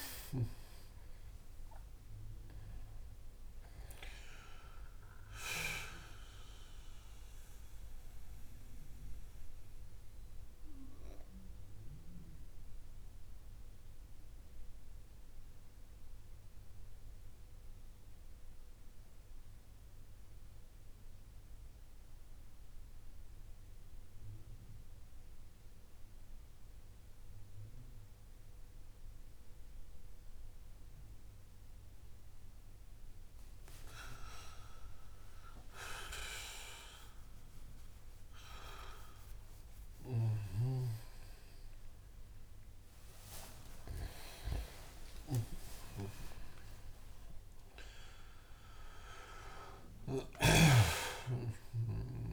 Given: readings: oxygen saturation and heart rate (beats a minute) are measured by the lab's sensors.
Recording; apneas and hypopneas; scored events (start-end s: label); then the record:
breathing in sleep by a room microphone; 1
0.00-22.00 s: oxygen desaturation (device-marked, oxygen 88% lowest)
6.00-32.00 s: obstructive apnea (oxygen 96% before, 88% lowest)
39.00-46.00 s: arousal
From the record:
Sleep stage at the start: N2 (light sleep); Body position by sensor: on the back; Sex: male